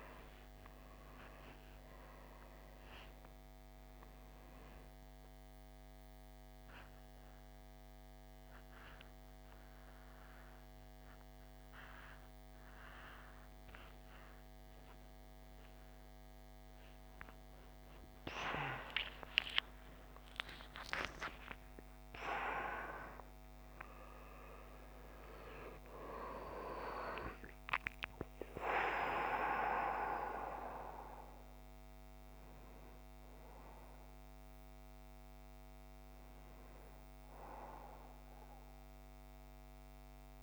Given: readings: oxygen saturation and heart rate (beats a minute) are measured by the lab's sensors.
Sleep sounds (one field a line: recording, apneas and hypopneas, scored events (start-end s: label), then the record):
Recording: a person awake in a sleep study, by a microphone on the trachea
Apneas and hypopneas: none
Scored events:
2.50-32.50 s: new sleep stage, awake
9.50-20.50 s: oxygen desaturation (device-marked, oxygen 96% before, 93% lowest, heart rate 67 before, 61 extreme)
32.50-40.43 s: new sleep stage, N1 (lightest sleep)
From the record:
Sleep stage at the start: N2 (light sleep)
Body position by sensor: on the back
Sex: male